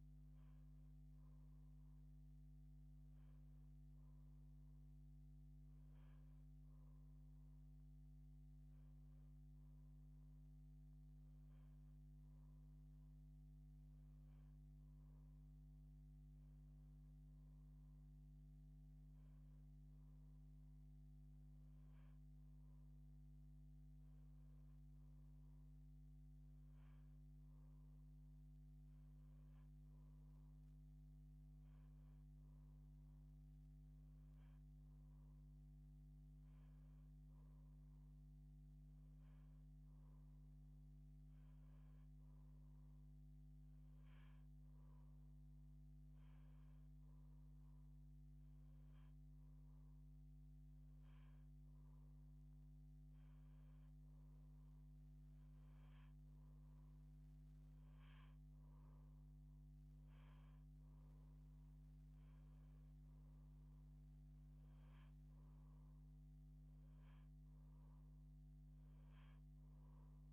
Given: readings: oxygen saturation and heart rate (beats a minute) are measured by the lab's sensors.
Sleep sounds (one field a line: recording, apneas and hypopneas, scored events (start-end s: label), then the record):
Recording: breathing in sleep, hard to hear, by a microphone on the trachea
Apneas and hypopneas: none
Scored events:
none scored
From the record:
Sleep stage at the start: N1 (lightest sleep)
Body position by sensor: on the back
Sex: female